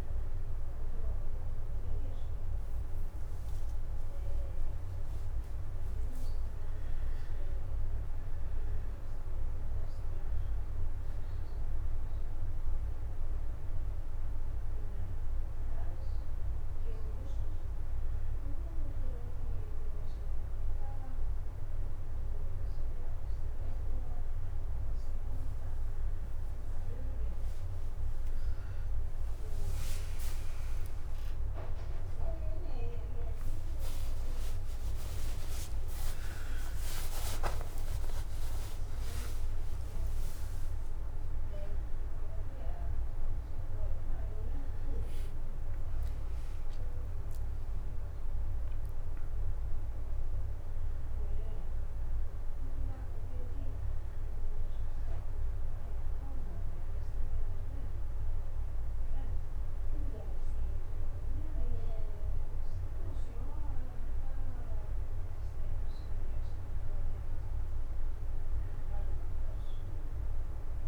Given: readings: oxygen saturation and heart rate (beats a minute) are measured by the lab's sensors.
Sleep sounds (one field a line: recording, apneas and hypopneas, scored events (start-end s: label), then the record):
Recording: breathing in sleep, hard to hear, by a room microphone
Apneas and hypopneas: none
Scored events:
11.50-20.50 s: oxygen desaturation (device-marked, oxygen 97% before, 93% lowest, heart rate 62 before, 84 extreme)
33.50-39.00 s: arousal
From the record:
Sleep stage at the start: N1 (lightest sleep)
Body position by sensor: on the back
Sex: male